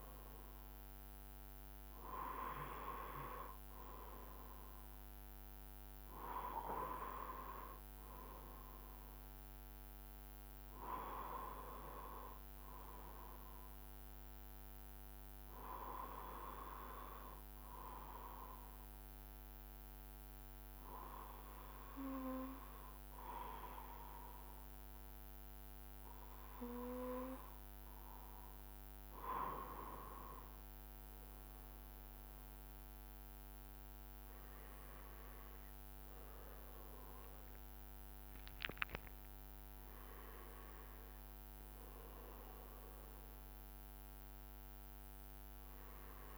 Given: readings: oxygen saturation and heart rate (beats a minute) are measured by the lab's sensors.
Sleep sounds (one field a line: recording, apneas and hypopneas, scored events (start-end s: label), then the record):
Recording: breathing in sleep by a microphone on the trachea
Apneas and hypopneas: 1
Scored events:
14.00-27.00 s: hypopnea (oxygen 95% before, 94% lowest, heart rate 71 before, 70 extreme, up 8 after)
28.50-33.00 s: arousal
33.50-35.50 s: long interval between heartbeats (device-marked, heart rate 72 before, 74 extreme)
From the record:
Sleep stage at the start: N2 (light sleep)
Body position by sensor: on the right side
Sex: male